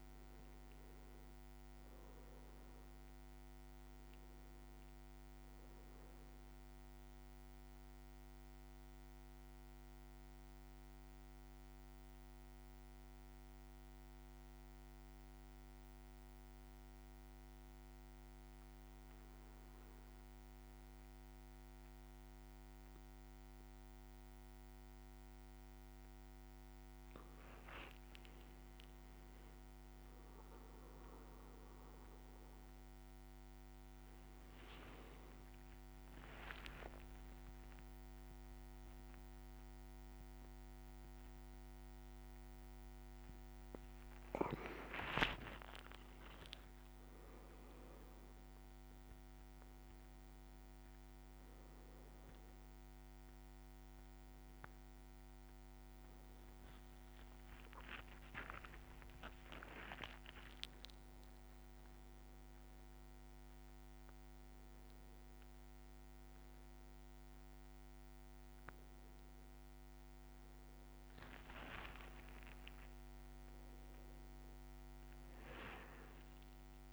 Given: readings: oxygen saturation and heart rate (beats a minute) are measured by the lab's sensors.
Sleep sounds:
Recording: a person awake in a sleep study, by a microphone on the trachea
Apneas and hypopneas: 1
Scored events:
0.00-28.00 s: bradycardia (device-marked, heart rate 54 extreme)
6.00-18.00 s: central apnea (oxygen 98% before, 95% lowest, heart rate 58 before, 54 extreme, up 4 after)
13.00-76.93 s: new sleep stage, awake
25.50-28.50 s: leg movement (device-marked)
33.00-36.00 s: bradycardia (device-marked, heart rate 58 before, 60 extreme)
37.00-54.00 s: drop in pulse transit time (device-marked, heart rate 58 before, 59 extreme)
44.50-47.00 s: leg movement (device-marked)
From the record:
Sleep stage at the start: N1 (lightest sleep)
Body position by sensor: on the back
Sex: male

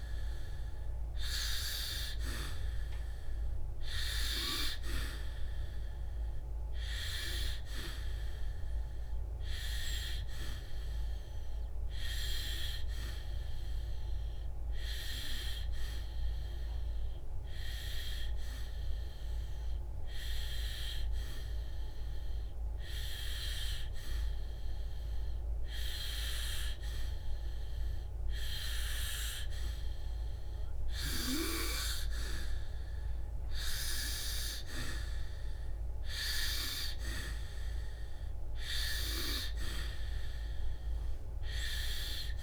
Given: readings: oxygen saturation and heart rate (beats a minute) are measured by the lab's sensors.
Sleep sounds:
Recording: breathing in sleep by a room microphone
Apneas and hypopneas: 1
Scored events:
1.00-13.00 s: oxygen desaturation (device-marked, oxygen 95% before, 91% lowest, heart rate 65 before, 63 extreme)
16.00-28.50 s: hypopnea (oxygen 95% before, 92% lowest, heart rate 68 before, 63 extreme, up 5 after)
30.00-34.00 s: arousal
From the record:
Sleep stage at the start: N2 (light sleep)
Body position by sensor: on the back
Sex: female

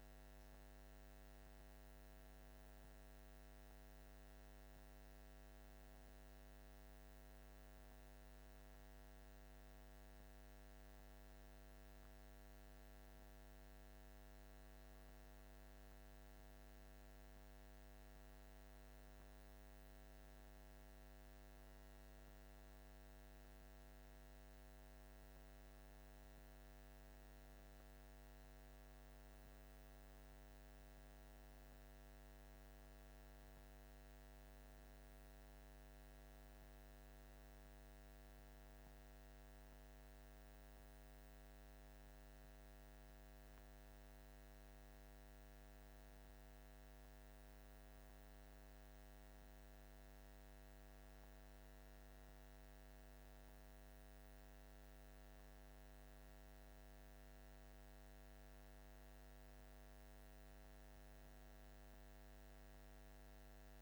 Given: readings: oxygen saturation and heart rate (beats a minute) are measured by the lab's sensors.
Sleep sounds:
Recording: breathing in sleep, hard to hear, by a microphone on the trachea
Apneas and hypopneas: none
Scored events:
none scored
From the record:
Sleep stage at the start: N1 (lightest sleep)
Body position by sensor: on the back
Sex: male

